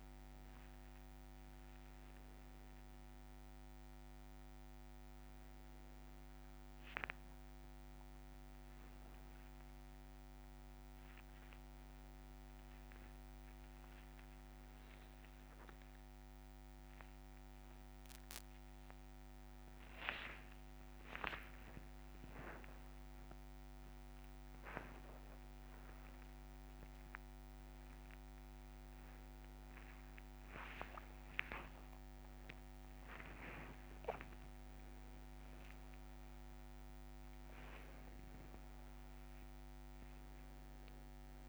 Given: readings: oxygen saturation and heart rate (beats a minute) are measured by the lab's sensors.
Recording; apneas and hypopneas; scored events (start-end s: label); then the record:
a person awake in a sleep study, by a microphone on the trachea; none
13.50-27.50 s: tachycardia (device-marked, heart rate 74 before, 139 extreme)
16.50-18.50 s: long interval between heartbeats (device-marked, heart rate 70 before, 106 extreme)
20.00-22.00 s: long interval between heartbeats (device-marked, heart rate 77 before, 137 extreme)
23.00-25.00 s: long interval between heartbeats (device-marked, heart rate 87 before, 127 extreme)
31.50-33.50 s: long interval between heartbeats (device-marked, heart rate 110 before, 88 extreme)
31.50-39.50 s: tachycardia (device-marked, heart rate 76 before, 128 extreme)
35.00-37.00 s: long interval between heartbeats (device-marked, heart rate 113 before, 103 extreme)
From the record:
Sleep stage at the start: awake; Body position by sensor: upright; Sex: male